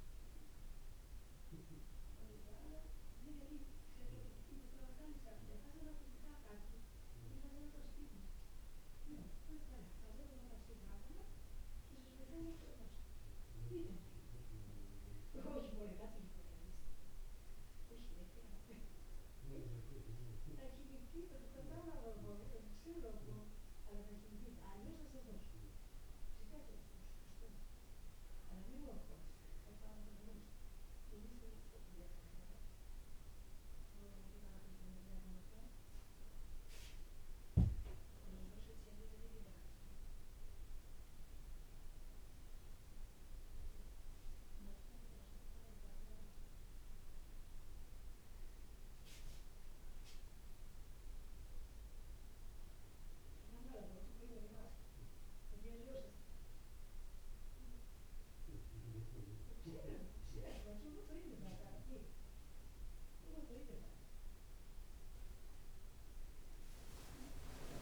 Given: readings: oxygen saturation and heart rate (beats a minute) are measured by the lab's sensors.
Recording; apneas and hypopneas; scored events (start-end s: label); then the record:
breathing in sleep by a room microphone; none
56.00-67.82 s: new sleep stage, N1 (lightest sleep)
From the record:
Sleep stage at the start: N2 (light sleep); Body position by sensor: on the back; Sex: male